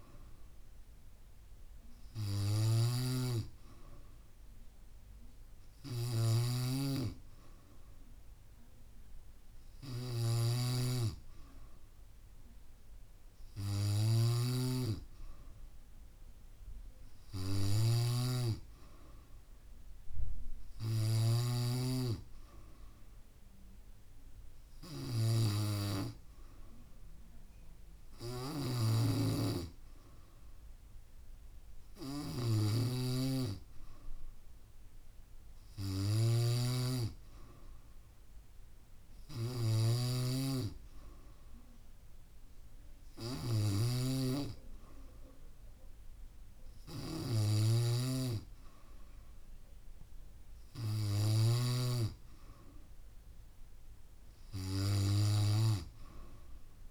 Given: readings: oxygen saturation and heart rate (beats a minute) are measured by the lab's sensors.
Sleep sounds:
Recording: breathing in sleep by a room microphone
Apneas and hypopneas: none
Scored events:
0.00-21.50 s: snoring (device-marked)
28.50-52.00 s: snoring (device-marked)
From the record:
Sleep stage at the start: N3 (deep sleep)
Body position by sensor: on the back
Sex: female

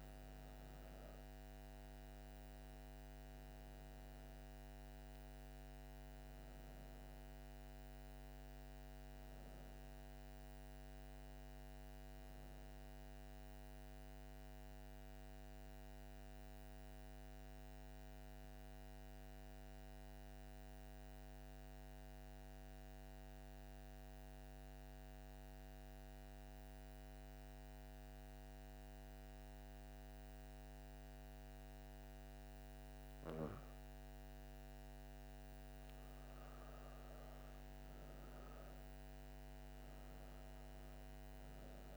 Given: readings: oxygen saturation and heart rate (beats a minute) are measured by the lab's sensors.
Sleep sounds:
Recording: breathing in sleep, hard to hear, by a microphone on the trachea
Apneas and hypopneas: 1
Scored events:
0.00-19.00 s: oxygen desaturation (device-marked, oxygen 90% lowest)
13.50-33.00 s: mixed apnea (oxygen 97% before, 91% lowest)
35.00-39.00 s: arousal
36.00-41.97 s: oxygen desaturation (device-marked, oxygen 97% before, 91% lowest)
From the record:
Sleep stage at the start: N2 (light sleep)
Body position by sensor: on the back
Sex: female

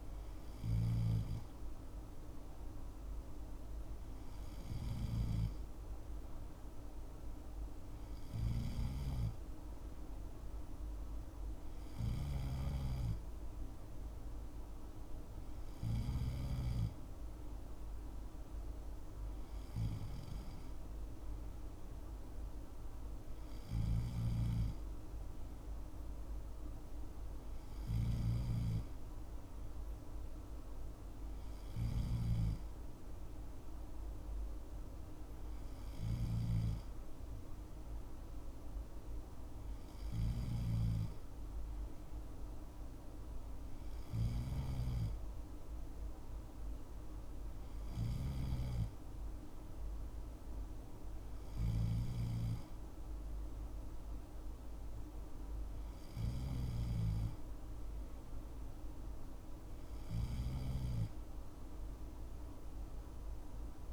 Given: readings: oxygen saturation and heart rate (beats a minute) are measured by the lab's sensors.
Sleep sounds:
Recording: breathing in sleep by a room microphone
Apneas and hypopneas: none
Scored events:
none scored
From the record:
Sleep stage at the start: N2 (light sleep)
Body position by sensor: on the left side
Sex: male

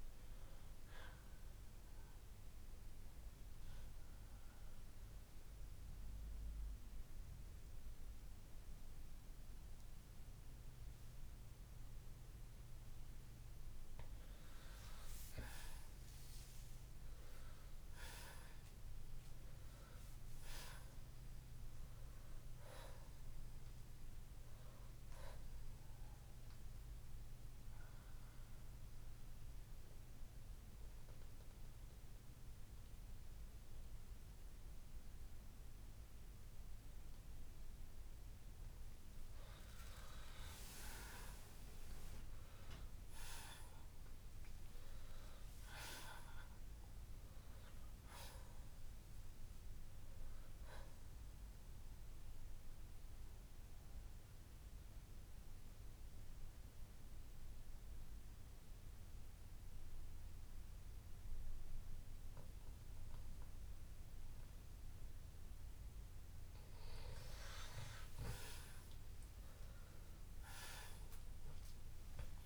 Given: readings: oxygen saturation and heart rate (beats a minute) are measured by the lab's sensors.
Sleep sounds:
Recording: breathing in sleep by a room microphone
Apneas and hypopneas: 3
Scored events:
4.00-14.00 s: mixed apnea (oxygen 95% before, 84% lowest, heart rate 60 before, 53 extreme, up 4 after)
8.00-23.00 s: oxygen desaturation (device-marked, oxygen 92% before, 84% lowest, heart rate 62 before, 50 extreme)
16.50-20.00 s: arousal
27.50-38.00 s: central apnea (oxygen 94% before, 84% lowest, heart rate 58 before, 50 extreme, up 6 after)
35.00-44.00 s: oxygen desaturation (device-marked, oxygen 94% before, 85% lowest, heart rate 60 before, 48 extreme)
42.00-45.50 s: arousal
53.50-65.00 s: central apnea (oxygen 94% before, 84% lowest, heart rate 57 before, 48 extreme, up 11 after)
59.00-72.46 s: oxygen desaturation (device-marked, oxygen 94% before, 86% lowest, heart rate 59 before, 50 extreme)
68.50-72.46 s: arousal
From the record:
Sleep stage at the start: N2 (light sleep)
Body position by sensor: on the left side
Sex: male

